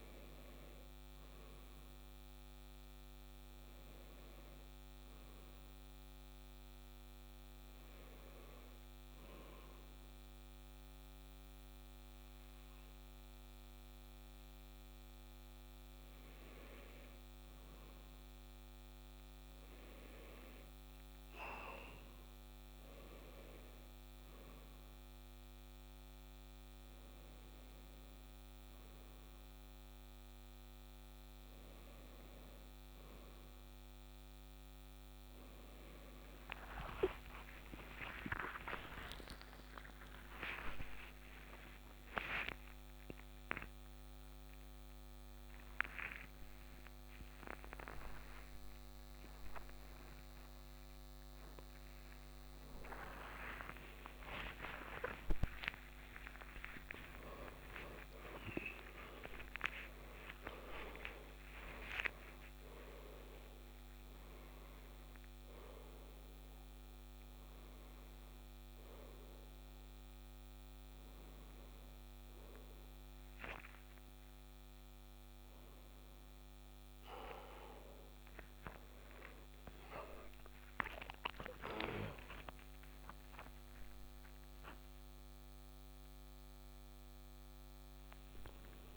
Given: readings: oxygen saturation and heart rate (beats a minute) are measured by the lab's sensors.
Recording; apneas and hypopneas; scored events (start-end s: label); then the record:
a person partly awake in a sleep study, by a microphone on the trachea; 1
5.50-18.00 s: hypopnea (oxygen 96% before, 94% lowest, heart rate 66 before, 62 extreme, up 6 after)
19.00-22.50 s: arousal
19.50-49.50 s: new sleep stage, N1 (lightest sleep)
37.50-56.50 s: tachycardia (device-marked, heart rate 71 before, 191 extreme)
49.50-88.97 s: new sleep stage, awake
From the record:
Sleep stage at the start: N2 (light sleep); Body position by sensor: on the right side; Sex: male